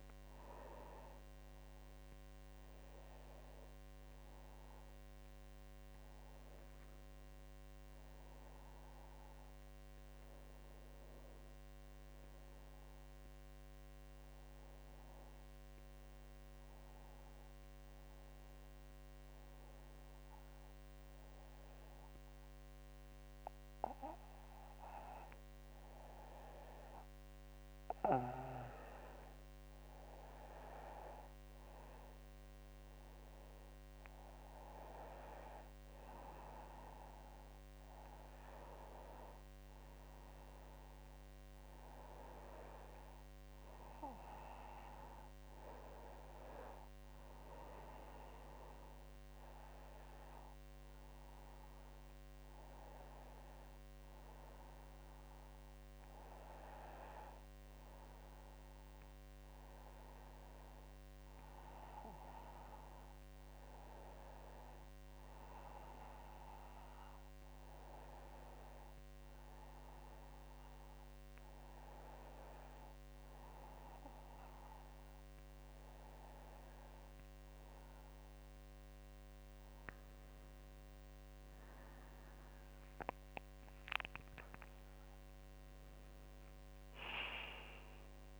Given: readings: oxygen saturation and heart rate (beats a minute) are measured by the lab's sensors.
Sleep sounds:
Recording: breathing in sleep by a microphone on the trachea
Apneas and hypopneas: 1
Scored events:
0.00-10.00 s: oxygen desaturation (device-marked, oxygen 94% lowest, heart rate 60 extreme)
16.50-29.00 s: hypopnea (oxygen 97% before, 94% lowest, heart rate 64 before, 59 extreme, up 2 after)
35.00-39.50 s: arousal
From the record:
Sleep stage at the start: N2 (light sleep)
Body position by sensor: on the back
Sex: female

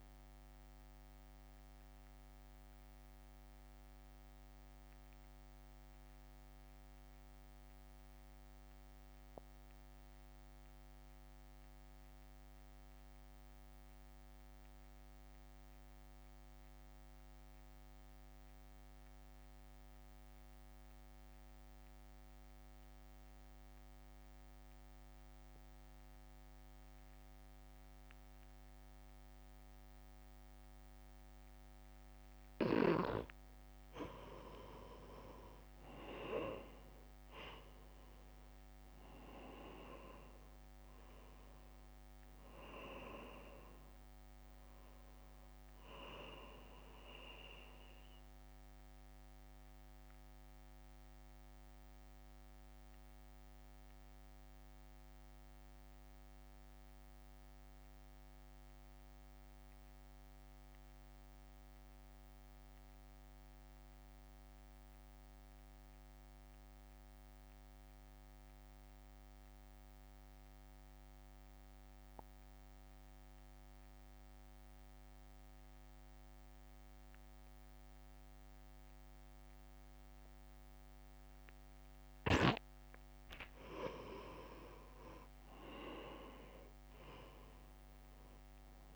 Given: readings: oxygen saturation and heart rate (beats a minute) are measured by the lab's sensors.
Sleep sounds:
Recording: breathing in sleep by a microphone on the trachea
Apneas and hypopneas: 2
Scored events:
0.00-5.00 s: drop in pulse transit time (device-marked, heart rate 55 extreme)
0.00-16.00 s: oxygen desaturation (device-marked, oxygen 85% lowest, heart rate 55 extreme)
0.50-33.00 s: mixed apnea (oxygen 97% before, 85% lowest, heart rate 59 before, 58 extreme, up 4 after)
26.50-28.50 s: long interval between heartbeats (device-marked, heart rate 62 before, 67 extreme)
35.00-64.00 s: oxygen desaturation (device-marked, oxygen 97% before, 86% lowest, heart rate 65 before, 58 extreme)
37.00-41.00 s: arousal
39.00-52.00 s: drop in pulse transit time (device-marked, heart rate 65 before, 58 extreme)
48.50-82.00 s: mixed apnea (oxygen 99% before, 86% lowest, heart rate 64 before, 55 extreme, up 3 after)
80.00-88.95 s: oxygen desaturation (device-marked, oxygen 97% before, 86% lowest, heart rate 61 before, 55 extreme)
85.00-88.50 s: arousal
From the record:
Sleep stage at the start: N2 (light sleep)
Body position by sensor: on the right side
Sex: male

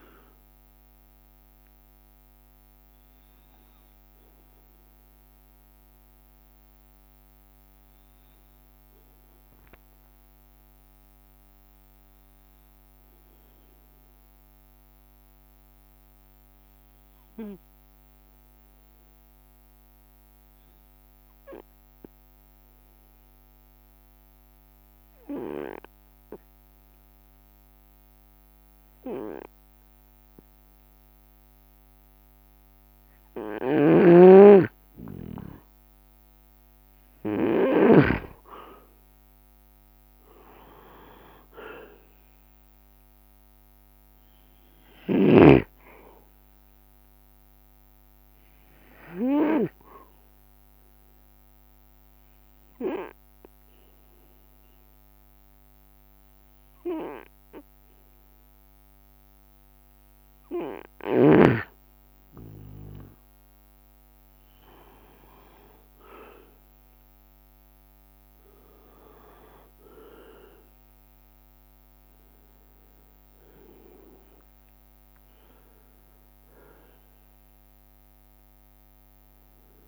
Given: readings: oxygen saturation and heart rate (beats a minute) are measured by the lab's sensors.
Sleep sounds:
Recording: breathing in sleep by a microphone on the trachea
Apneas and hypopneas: 2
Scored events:
3.00-33.00 s: obstructive apnea (oxygen 97% before, 91% lowest, heart rate 68 before, 61 extreme, up 9 after)
6.00-12.00 s: oxygen desaturation (device-marked, oxygen 95% before, 91% lowest, heart rate 68 before, 61 extreme)
8.00-12.00 s: leg movement (device-marked)
34.00-38.50 s: snoring (device-marked)
35.50-37.50 s: leg movement (device-marked)
36.00-40.50 s: arousal
36.00-49.00 s: drop in pulse transit time (device-marked, heart rate 64 before, 66 extreme)
36.00-65.00 s: oxygen desaturation (device-marked, oxygen 98% before, 92% lowest, heart rate 64 before, 62 extreme)
38.50-39.00 s: leg movement (device-marked)
50.00-62.00 s: obstructive apnea (oxygen 98% before, 92% lowest, heart rate 68 before, 64 extreme, up 4 after)
65.00-67.50 s: leg movement (device-marked)
66.00-79.88 s: drop in pulse transit time (device-marked, heart rate 68 before, 67 extreme)
68.00-72.50 s: arousal
70.00-72.50 s: leg movement (device-marked)
76.00-78.00 s: long interval between heartbeats (device-marked, heart rate 70 before, 88 extreme)
From the record:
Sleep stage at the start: N2 (light sleep)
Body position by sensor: on the right side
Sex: male

